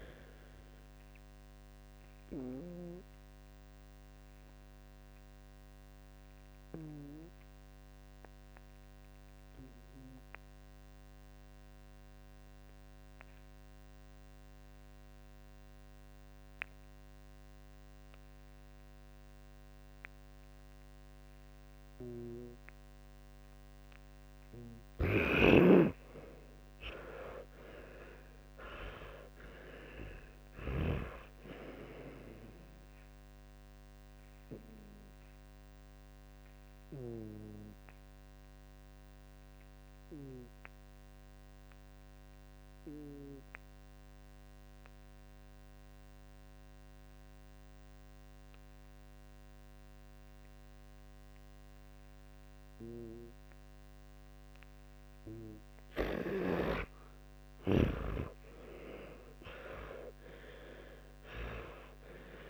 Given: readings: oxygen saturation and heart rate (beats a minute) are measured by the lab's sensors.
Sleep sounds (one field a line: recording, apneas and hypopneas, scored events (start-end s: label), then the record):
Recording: breathing in sleep by a microphone on the trachea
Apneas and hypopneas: 2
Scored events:
7.50-23.50 s: obstructive apnea (oxygen 98% before, 89% lowest, heart rate 66 before, 58 extreme, up 19 after)
25.00-31.00 s: snoring (device-marked)
27.00-31.00 s: arousal
37.00-55.00 s: obstructive apnea (oxygen 96% before, 88% lowest, heart rate 65 before, 57 extreme, up 24 after)
51.00-59.00 s: oxygen desaturation (device-marked, oxygen 93% before, 89% lowest, heart rate 62 before, 59 extreme)
57.50-62.50 s: snoring (device-marked)
58.50-62.50 s: arousal
From the record:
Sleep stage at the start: N2 (light sleep)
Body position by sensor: on the back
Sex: male